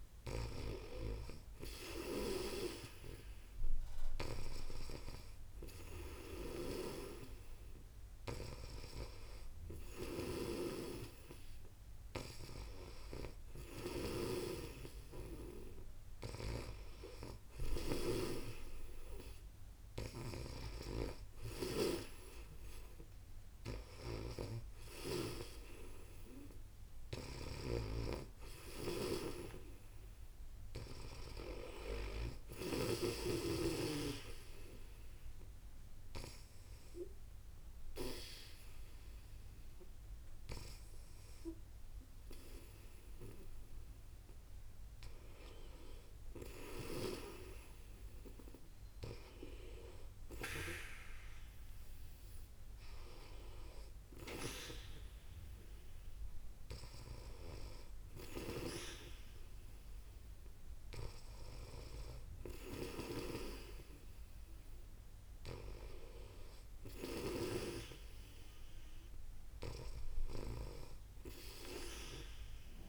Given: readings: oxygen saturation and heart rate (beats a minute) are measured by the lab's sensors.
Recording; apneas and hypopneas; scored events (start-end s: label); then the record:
breathing in sleep by a room microphone; 1
0.00-14.00 s: snoring (device-marked)
16.00-31.00 s: snoring (device-marked)
34.00-45.50 s: obstructive apnea (oxygen 96% before, 93% lowest, heart rate 62 before, 61 extreme, up 4 after)
49.50-53.50 s: arousal
61.00-72.00 s: oxygen desaturation (device-marked, oxygen 96% before, 93% lowest, heart rate 63 before, 60 extreme)
62.50-67.50 s: snoring (device-marked)
From the record:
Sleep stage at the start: N2 (light sleep); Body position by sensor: on the back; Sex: female